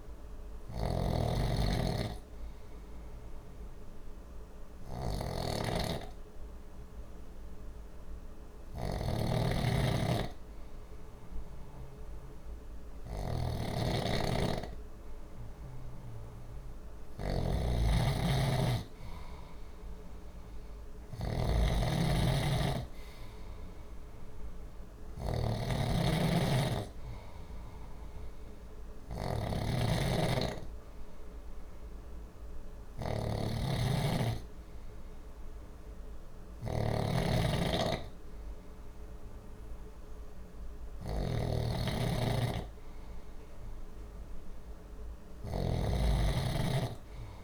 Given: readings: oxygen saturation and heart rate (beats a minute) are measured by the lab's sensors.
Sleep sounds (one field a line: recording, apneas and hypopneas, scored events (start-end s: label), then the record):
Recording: breathing in sleep by a room microphone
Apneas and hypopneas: 1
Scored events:
0.00-47.44 s: snoring (device-marked)
1.50-16.50 s: hypopnea (oxygen 98% before, 93% lowest, heart rate 61 before, 59 extreme, up 1 after)
20.00-24.00 s: arousal
From the record:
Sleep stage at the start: N2 (light sleep)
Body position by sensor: on the left side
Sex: male